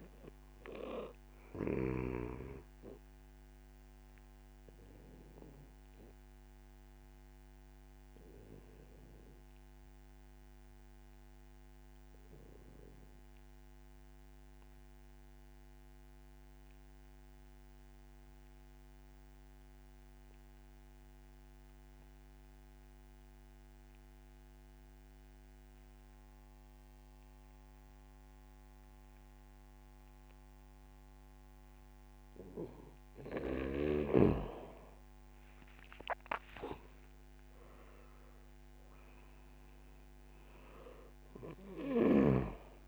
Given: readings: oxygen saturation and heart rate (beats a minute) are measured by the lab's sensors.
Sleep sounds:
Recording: breathing in sleep by a microphone on the trachea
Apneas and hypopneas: 1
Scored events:
0.00-19.00 s: oxygen desaturation (device-marked, oxygen 88% lowest, heart rate 52 extreme)
3.50-32.00 s: obstructive apnea (oxygen 97% before, 85% lowest, heart rate 61 before, 52 extreme, up 4 after)
32.00-42.88 s: oxygen desaturation (device-marked, oxygen 96% before, 85% lowest, heart rate 66 before, 52 extreme)
35.50-39.50 s: arousal
From the record:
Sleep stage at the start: N2 (light sleep)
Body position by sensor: on the back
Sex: male

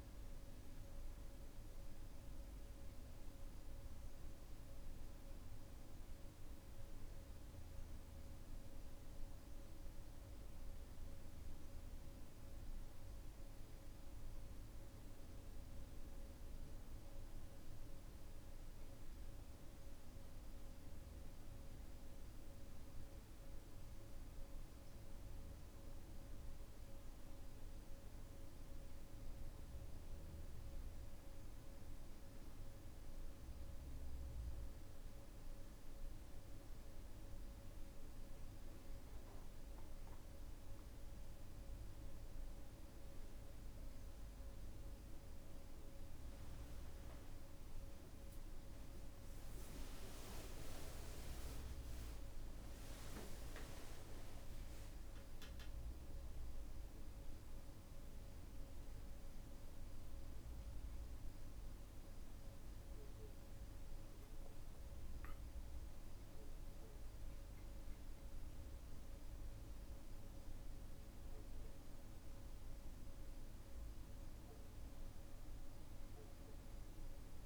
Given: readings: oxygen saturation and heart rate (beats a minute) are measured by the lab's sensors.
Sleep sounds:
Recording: breathing in sleep, hard to hear, by a room microphone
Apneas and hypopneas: none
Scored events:
0.50-77.46 s: new sleep stage, N2 (light sleep)
61.50-66.00 s: arousal
62.00-64.00 s: long interval between heartbeats (device-marked, heart rate 60 before, 65 extreme)
From the record:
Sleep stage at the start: N1 (lightest sleep)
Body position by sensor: on the back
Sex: male

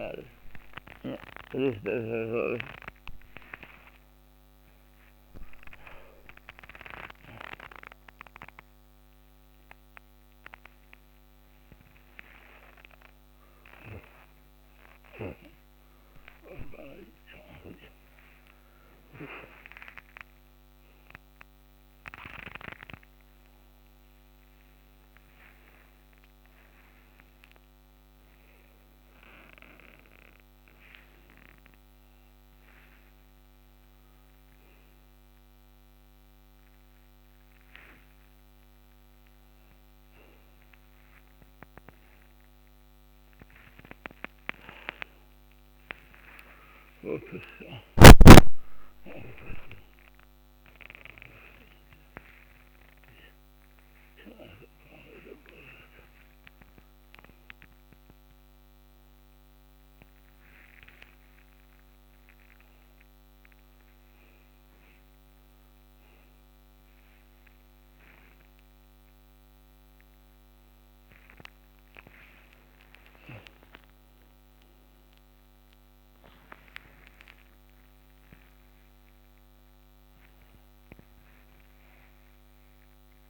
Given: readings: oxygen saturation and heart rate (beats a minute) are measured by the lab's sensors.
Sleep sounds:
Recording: a person awake in a sleep study, by a microphone on the trachea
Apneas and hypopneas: none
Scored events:
0.00-1.50 s: snoring (device-marked)
From the record:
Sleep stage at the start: awake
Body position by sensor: upright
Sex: male

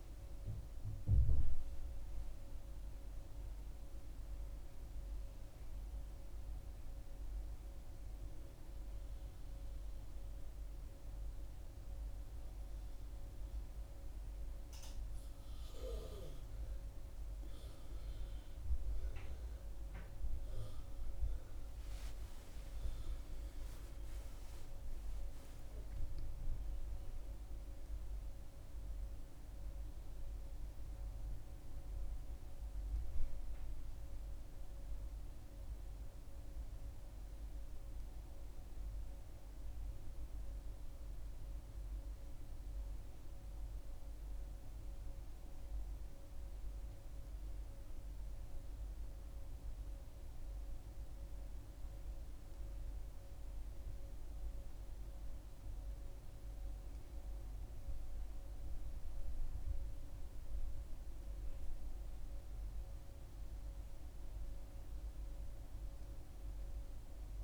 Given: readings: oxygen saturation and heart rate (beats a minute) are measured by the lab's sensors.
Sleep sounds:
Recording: a person partly awake in a sleep study, hard to hear, by a room microphone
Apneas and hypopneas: none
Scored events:
0.50-67.44 s: new sleep stage, N1 (lightest sleep)
21.50-25.50 s: arousal
From the record:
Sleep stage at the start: awake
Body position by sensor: on the back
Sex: female

